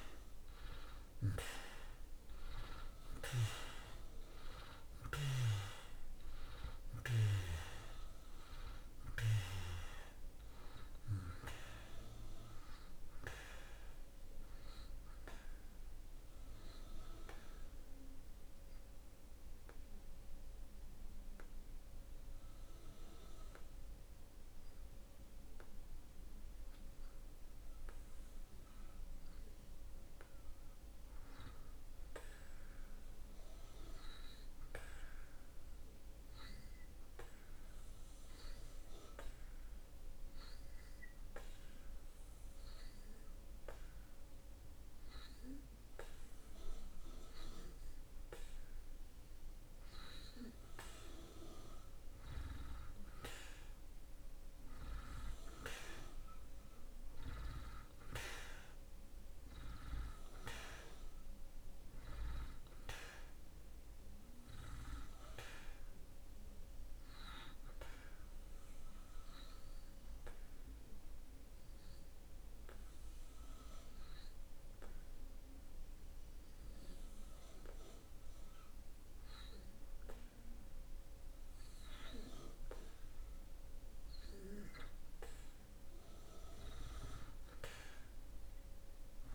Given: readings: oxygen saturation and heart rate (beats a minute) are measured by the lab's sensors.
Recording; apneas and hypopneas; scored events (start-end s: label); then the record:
breathing in sleep by a room microphone; 3
0.00-31.00 s: oxygen desaturation (device-marked, oxygen 81% lowest)
17.00-30.50 s: obstructive apnea (oxygen 96% before, 81% lowest)
32.00-34.50 s: arousal
36.50-50.00 s: hypopnea (oxygen 95% before, 85% lowest)
43.00-83.00 s: oxygen desaturation (device-marked, oxygen 99% before, 85% lowest)
52.50-55.00 s: arousal
69.50-80.00 s: obstructive apnea (oxygen 99% before, 85% lowest)
83.50-86.50 s: arousal
From the record:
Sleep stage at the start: N2 (light sleep); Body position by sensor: on the back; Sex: male